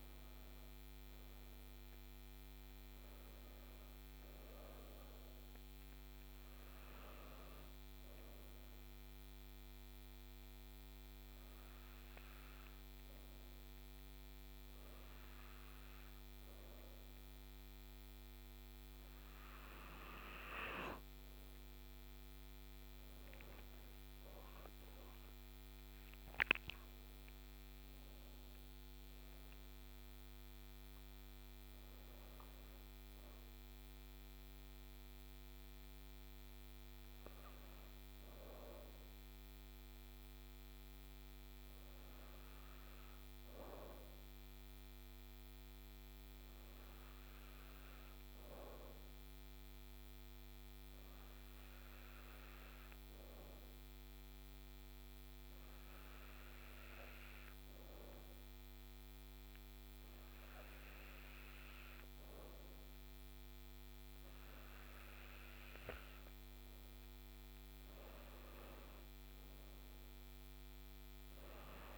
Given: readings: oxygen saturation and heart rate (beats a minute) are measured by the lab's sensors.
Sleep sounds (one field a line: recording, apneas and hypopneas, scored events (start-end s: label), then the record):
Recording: breathing in sleep, hard to hear, by a microphone on the trachea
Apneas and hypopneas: 2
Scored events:
9.00-19.50 s: hypopnea (oxygen 97% before, 92% lowest, heart rate 81 before, 49 extreme, up 22 after)
22.00-29.00 s: arousal
26.00-49.00 s: oxygen desaturation (device-marked, oxygen 97% before, 94% lowest, heart rate 72 before, 49 extreme)
41.50-61.50 s: hypopnea (oxygen 97% before, 92% lowest, heart rate 73 before, 56 extreme, up 37 after)
62.00-71.98 s: oxygen desaturation (device-marked, oxygen 96% before, 92% lowest, heart rate 69 before, 46 extreme)
63.00-67.00 s: arousal
From the record:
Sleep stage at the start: N2 (light sleep)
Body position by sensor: on the back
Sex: female